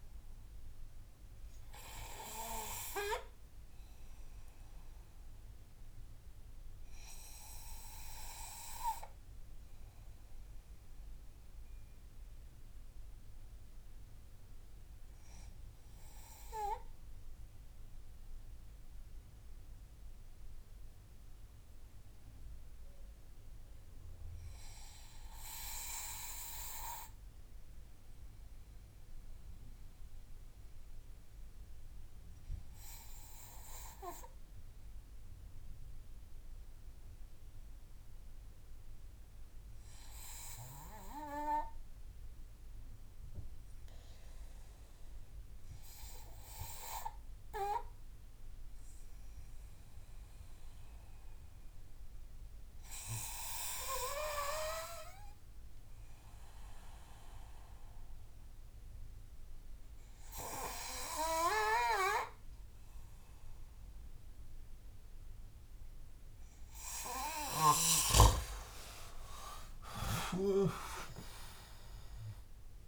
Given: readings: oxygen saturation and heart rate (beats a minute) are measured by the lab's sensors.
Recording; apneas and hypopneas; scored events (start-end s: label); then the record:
breathing in sleep by a room microphone; 1
1.50-64.00 s: obstructive apnea (oxygen 97% before, 91% lowest)
7.00-26.00 s: oxygen desaturation (device-marked, oxygen 96% before, 91% lowest)
67.00-71.50 s: arousal
From the record:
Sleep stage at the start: N2 (light sleep); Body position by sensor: on the back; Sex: male